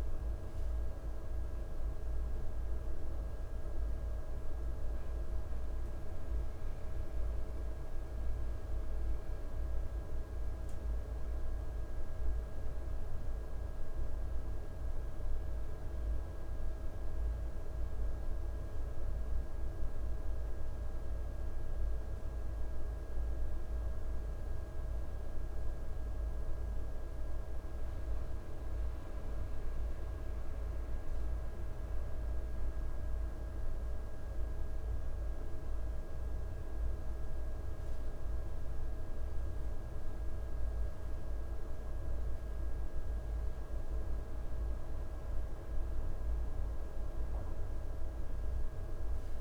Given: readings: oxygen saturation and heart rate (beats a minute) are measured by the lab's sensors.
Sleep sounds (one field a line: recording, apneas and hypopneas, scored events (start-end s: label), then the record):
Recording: breathing in sleep, hard to hear, by a room microphone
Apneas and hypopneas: none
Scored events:
5.00-49.41 s: new sleep stage, N2 (light sleep)
From the record:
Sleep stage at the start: N1 (lightest sleep)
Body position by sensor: on the right side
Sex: male